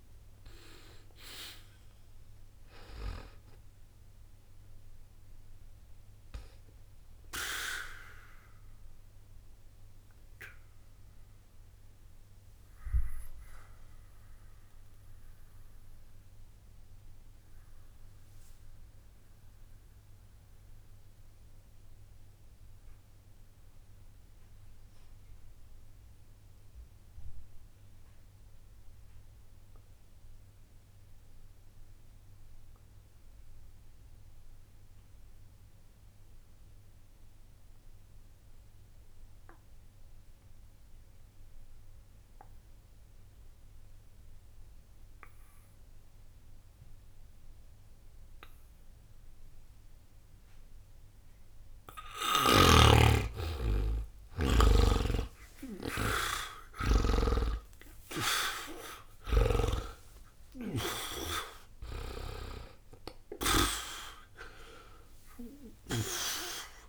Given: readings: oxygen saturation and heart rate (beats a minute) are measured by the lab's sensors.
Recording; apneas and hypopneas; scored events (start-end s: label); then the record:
breathing in sleep by a room microphone; 1
0.00-2.00 s: arousal
0.00-27.00 s: oxygen desaturation (device-marked, oxygen 76% lowest, heart rate 59 extreme)
7.00-51.50 s: obstructive apnea (oxygen 95% before, 76% lowest, heart rate 63 before, 59 extreme, up 52 after)
48.00-54.00 s: oxygen desaturation (device-marked, oxygen 99% before, 93% lowest, heart rate 61 before, 60 extreme)
54.50-59.50 s: snoring (device-marked)
55.00-59.00 s: arousal
From the record:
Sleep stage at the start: N2 (light sleep); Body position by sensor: on the back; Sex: male